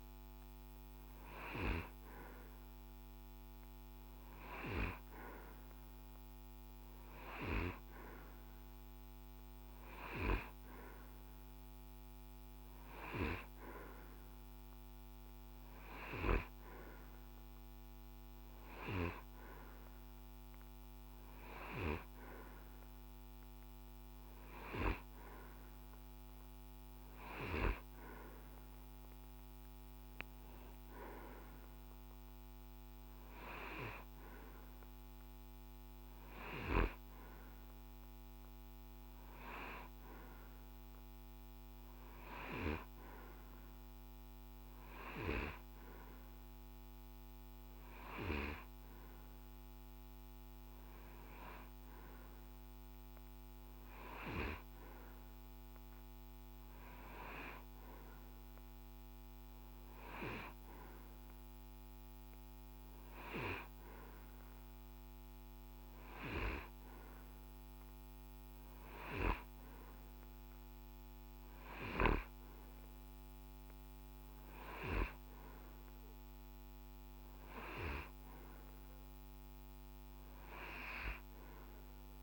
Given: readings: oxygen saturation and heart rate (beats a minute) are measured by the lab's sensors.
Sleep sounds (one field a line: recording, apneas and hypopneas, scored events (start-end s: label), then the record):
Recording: breathing in sleep by a microphone on the trachea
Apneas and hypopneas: none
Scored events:
none scored
From the record:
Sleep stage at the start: N2 (light sleep)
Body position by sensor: on the right side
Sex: male